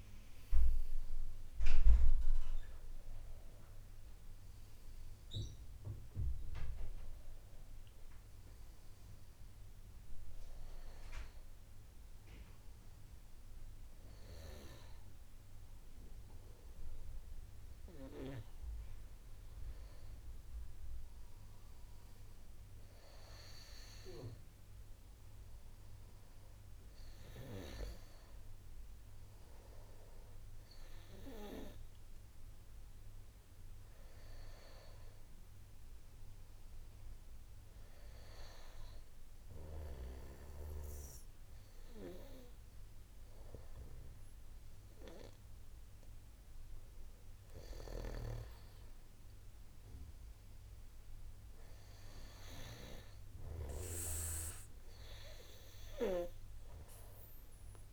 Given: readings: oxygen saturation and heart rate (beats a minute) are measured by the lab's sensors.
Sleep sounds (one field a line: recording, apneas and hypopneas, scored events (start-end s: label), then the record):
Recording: a person partly awake in a sleep study, by a room microphone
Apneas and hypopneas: 1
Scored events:
17.50-47.50 s: new sleep stage, N1 (lightest sleep)
36.50-47.50 s: hypopnea (oxygen 99% before, 94% lowest)
47.50-57.93 s: new sleep stage, N2 (light sleep)
48.00-51.00 s: arousal
From the record:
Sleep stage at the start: awake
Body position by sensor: on the back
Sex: male